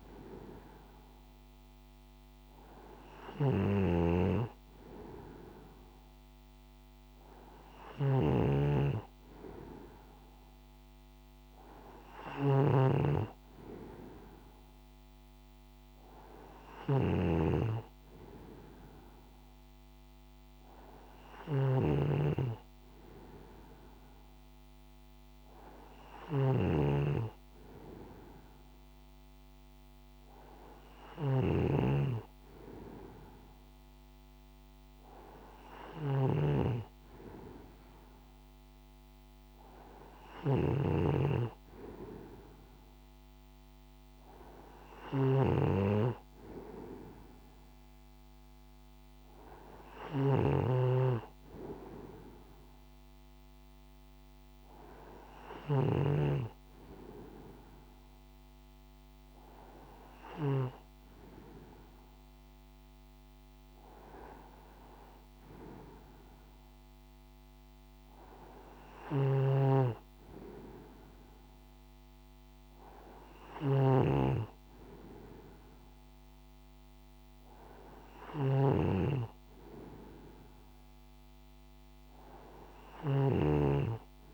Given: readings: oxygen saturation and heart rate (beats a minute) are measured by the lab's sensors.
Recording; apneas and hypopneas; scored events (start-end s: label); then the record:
breathing in sleep by a microphone on the trachea; none
0.00-55.50 s: snoring (device-marked)
68.50-84.34 s: snoring (device-marked)
From the record:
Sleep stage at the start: N2 (light sleep); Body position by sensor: on the right side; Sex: male